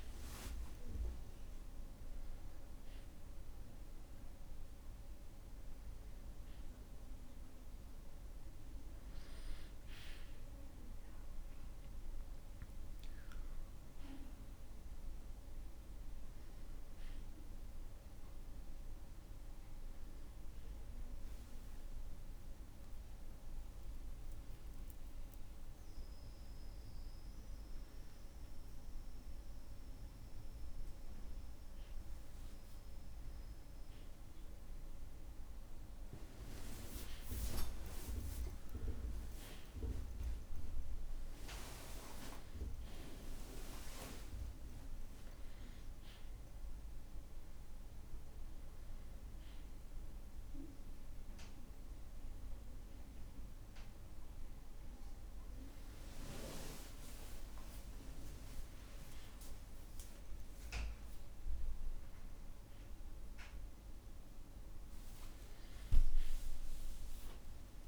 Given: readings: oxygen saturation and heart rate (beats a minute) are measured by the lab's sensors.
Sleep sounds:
breathing in sleep by a room microphone; none
22.00-24.00 s: long interval between heartbeats (device-marked, heart rate 64 before, 72 extreme)
24.00-26.00 s: long interval between heartbeats (device-marked, heart rate 65 before, 80 extreme)
66.50-67.87 s: long interval between heartbeats (device-marked, heart rate 65 before, 74 extreme)
From the record:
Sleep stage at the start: N1 (lightest sleep); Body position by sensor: on the back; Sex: male

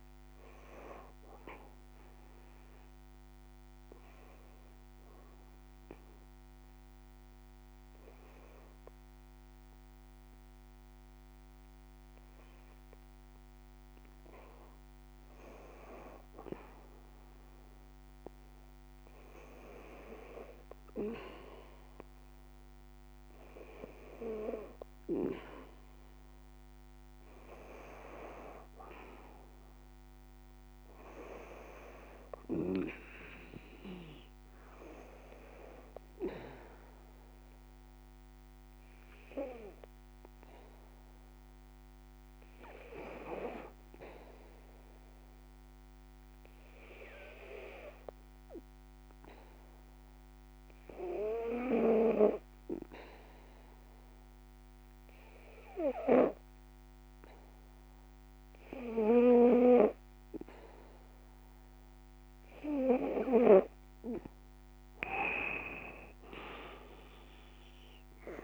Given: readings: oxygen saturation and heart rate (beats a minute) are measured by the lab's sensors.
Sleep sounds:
breathing in sleep by a microphone on the trachea; 2
0.00-22.00 s: oxygen desaturation (device-marked, oxygen 84% lowest, heart rate 59 extreme)
1.50-13.00 s: obstructive apnea (oxygen 92% before, 85% lowest, heart rate 82 before, 59 extreme, up 6 after)
16.50-19.50 s: arousal
35.00-55.00 s: oxygen desaturation (device-marked, oxygen 95% before, 90% lowest, heart rate 64 before, 61 extreme)
46.00-61.00 s: obstructive apnea (oxygen 95% before, 86% lowest, heart rate 63 before, 59 extreme, up 6 after)
64.00-67.50 s: arousal
65.00-68.44 s: oxygen desaturation (device-marked, oxygen 91% before, 86% lowest, heart rate 64 before, 59 extreme)
From the record:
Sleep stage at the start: N2 (light sleep); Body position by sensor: on the back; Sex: female

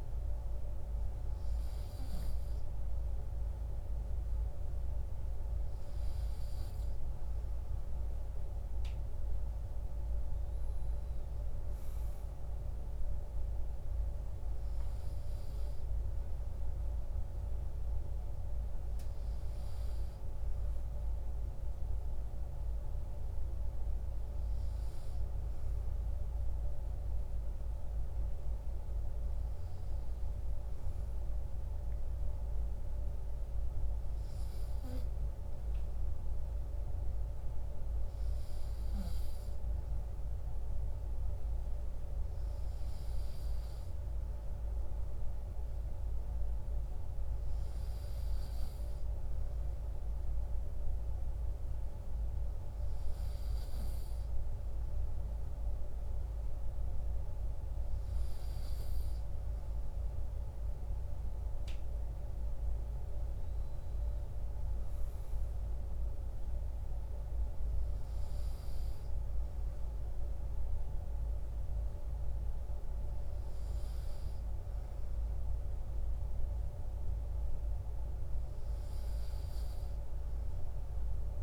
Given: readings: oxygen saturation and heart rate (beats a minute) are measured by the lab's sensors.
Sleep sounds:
breathing in sleep, hard to hear, by a room microphone; none
none scored
From the record:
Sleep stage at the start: N2 (light sleep); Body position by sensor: on the right side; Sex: male

